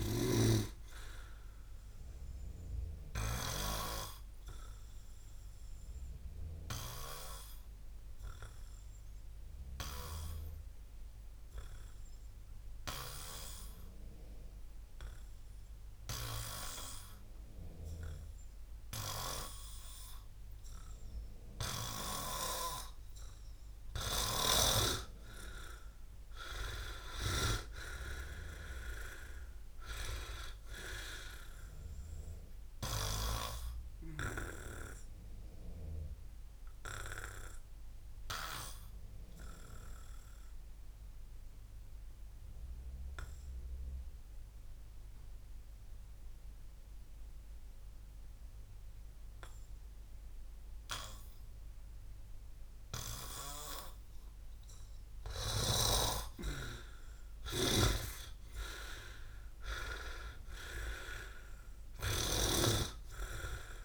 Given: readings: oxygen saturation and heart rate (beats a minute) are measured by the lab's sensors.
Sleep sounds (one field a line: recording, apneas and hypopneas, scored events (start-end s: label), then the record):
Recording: breathing in sleep by a room microphone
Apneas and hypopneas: 2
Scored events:
0.00-3.50 s: snoring (device-marked)
0.00-9.00 s: oxygen desaturation (device-marked, oxygen 93% lowest, heart rate 59 extreme)
2.00-24.00 s: obstructive apnea (oxygen 99% before, 92% lowest, heart rate 77 before, 59 extreme, up 11 after)
26.00-30.50 s: arousal
34.50-55.00 s: obstructive apnea (oxygen 100% before, 92% lowest, heart rate 66 before, 57 extreme, up 20 after)
57.00-61.00 s: arousal
57.50-62.50 s: snoring (device-marked)
From the record:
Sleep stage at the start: N2 (light sleep)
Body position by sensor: on the back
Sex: male